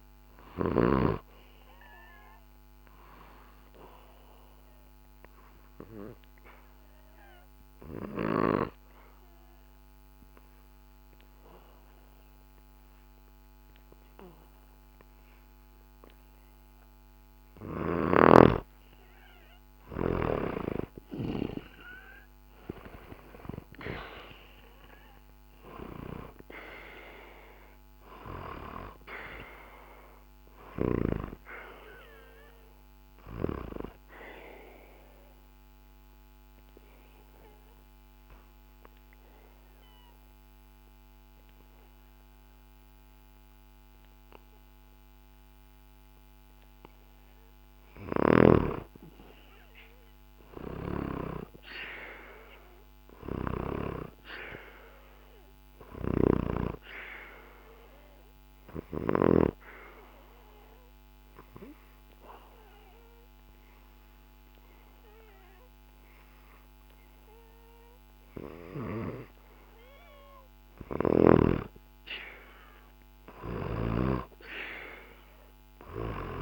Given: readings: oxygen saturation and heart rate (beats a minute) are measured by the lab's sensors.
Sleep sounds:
breathing in sleep by a microphone on the trachea; 3
0.00-1.00 s: snoring (device-marked)
0.00-20.00 s: oxygen desaturation (device-marked, oxygen 91% lowest, heart rate 64 extreme)
2.00-19.00 s: obstructive apnea (oxygen 98% before, 91% lowest, heart rate 66 before, 64 extreme, up 0 after)
21.00-26.00 s: arousal
29.00-47.00 s: oxygen desaturation (device-marked, oxygen 97% before, 91% lowest, heart rate 66 before, 64 extreme)
31.50-46.50 s: obstructive apnea (oxygen 97% before, 91% lowest, heart rate 66 before, 64 extreme, up 0 after)
48.50-52.50 s: arousal
50.50-59.00 s: snoring (device-marked)
58.00-70.50 s: obstructive apnea (oxygen 97% before, 91% lowest, heart rate 67 before, 66 extreme, up 11 after)
58.00-71.00 s: oxygen desaturation (device-marked, oxygen 97% before, 93% lowest, heart rate 67 before, 66 extreme)
73.50-76.42 s: arousal
From the record:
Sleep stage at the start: N2 (light sleep); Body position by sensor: on the back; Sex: male

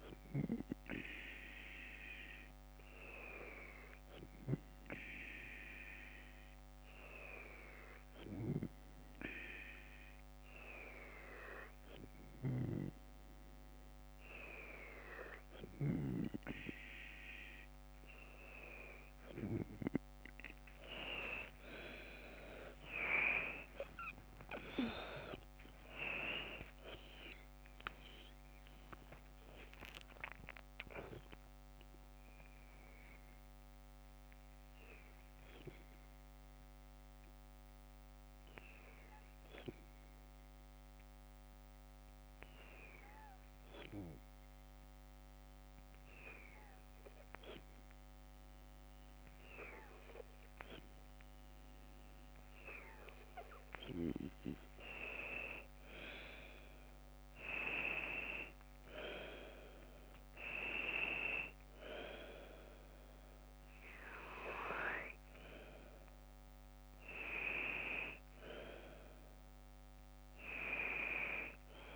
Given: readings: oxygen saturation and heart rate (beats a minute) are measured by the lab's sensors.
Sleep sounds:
breathing in sleep by a microphone on the trachea; 1
22.50-27.00 s: arousal
31.50-50.00 s: hypopnea (oxygen 96% before, 94% lowest, heart rate 57 before, 47 extreme, up 6 after)
56.50-60.00 s: arousal
From the record:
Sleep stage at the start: N2 (light sleep); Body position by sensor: on the left side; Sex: female

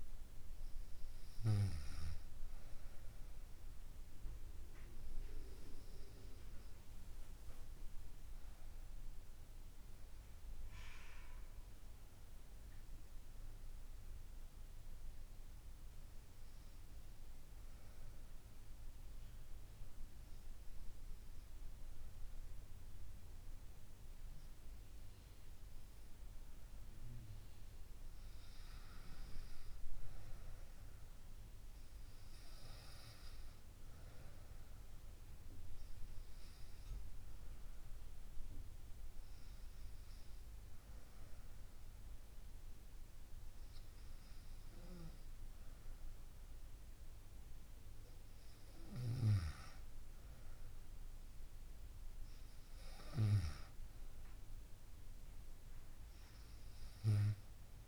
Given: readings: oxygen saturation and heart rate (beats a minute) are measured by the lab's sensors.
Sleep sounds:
breathing in sleep by a room microphone; 1
8.50-13.00 s: arousal
15.00-28.00 s: obstructive apnea (oxygen 97% before, 95% lowest, heart rate 74 before, 67 extreme, up 2 after)
31.00-34.50 s: arousal
From the record:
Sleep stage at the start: N2 (light sleep); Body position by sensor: on the right side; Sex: female

